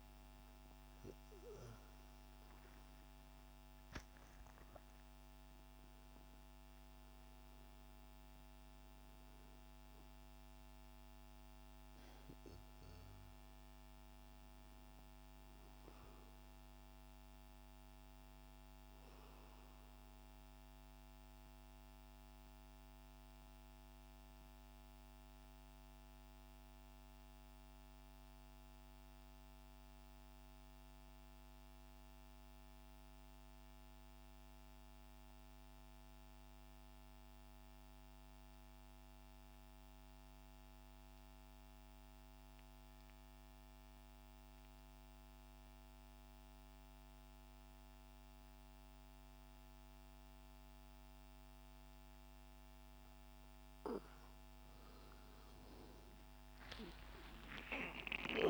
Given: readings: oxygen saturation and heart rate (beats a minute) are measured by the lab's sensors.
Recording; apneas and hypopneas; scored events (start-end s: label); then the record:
breathing in sleep, hard to hear, by a microphone on the trachea; 1
0.00-1.50 s: arousal
0.00-21.00 s: oxygen desaturation (device-marked, oxygen 91% lowest, heart rate 64 extreme)
20.50-53.50 s: mixed apnea (oxygen 96% before, 88% lowest, heart rate 125 before, 64 extreme, up 33 after)
45.00-58.50 s: oxygen desaturation (device-marked, oxygen 98% before, 88% lowest, heart rate 81 before, 66 extreme)
57.50-58.50 s: arousal
From the record:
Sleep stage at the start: N2 (light sleep); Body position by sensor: on the back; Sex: male